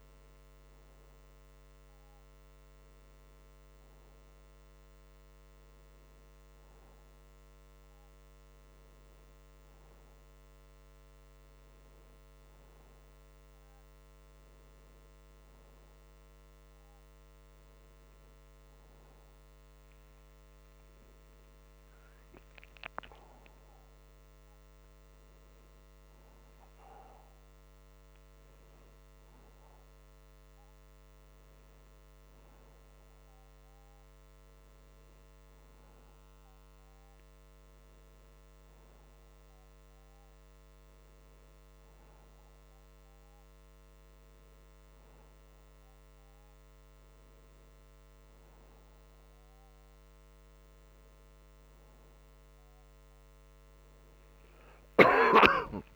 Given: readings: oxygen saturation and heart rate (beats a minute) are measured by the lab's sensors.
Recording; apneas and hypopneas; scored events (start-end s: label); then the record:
a person awake in a sleep study, hard to hear, by a microphone on the trachea; none
9.00-55.96 s: new sleep stage, awake
From the record:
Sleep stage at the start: N1 (lightest sleep); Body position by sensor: on the back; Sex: male